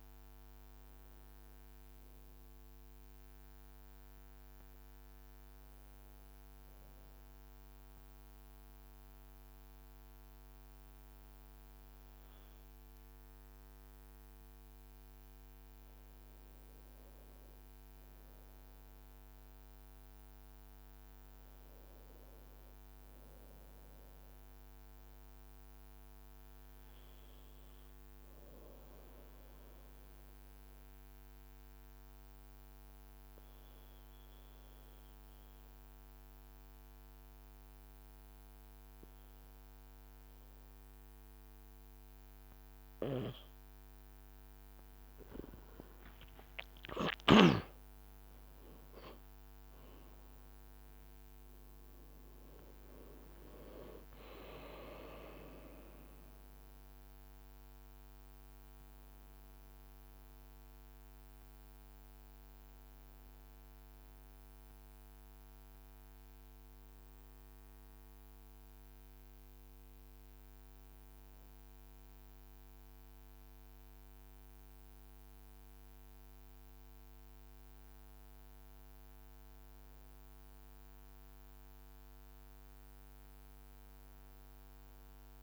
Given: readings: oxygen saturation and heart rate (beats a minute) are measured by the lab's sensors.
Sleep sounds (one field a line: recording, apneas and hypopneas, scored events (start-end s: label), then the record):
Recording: breathing in sleep by a microphone on the trachea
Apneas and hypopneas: 2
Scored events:
0.00-2.50 s: arousal
6.50-16.50 s: obstructive apnea (oxygen 97% before, 93% lowest, heart rate 54 before, 52 extreme, up 1 after)
21.50-25.00 s: arousal
28.50-42.00 s: obstructive apnea (oxygen 97% before, 93% lowest, heart rate 53 before, 52 extreme, up 6 after)
44.00-48.50 s: arousal
45.00-50.00 s: leg movement (device-marked)
52.50-55.50 s: leg movement (device-marked)
From the record:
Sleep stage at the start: N2 (light sleep)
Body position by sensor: on the back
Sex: male